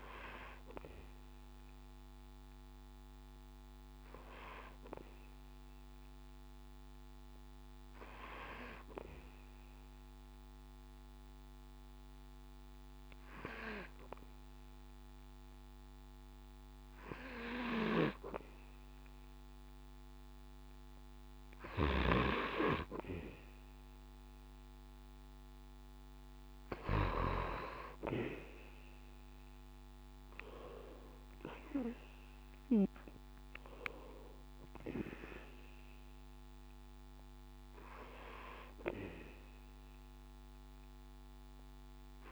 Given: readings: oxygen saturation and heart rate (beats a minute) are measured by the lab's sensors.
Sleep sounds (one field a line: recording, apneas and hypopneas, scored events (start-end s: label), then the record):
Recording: breathing in sleep by a microphone on the trachea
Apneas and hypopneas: 1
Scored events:
8.50-21.00 s: hypopnea (oxygen 96% before, 93% lowest, heart rate 70 before, 67 extreme, up 3 after)
24.00-28.00 s: arousal
From the record:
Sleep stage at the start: N2 (light sleep)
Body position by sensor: on the back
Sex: male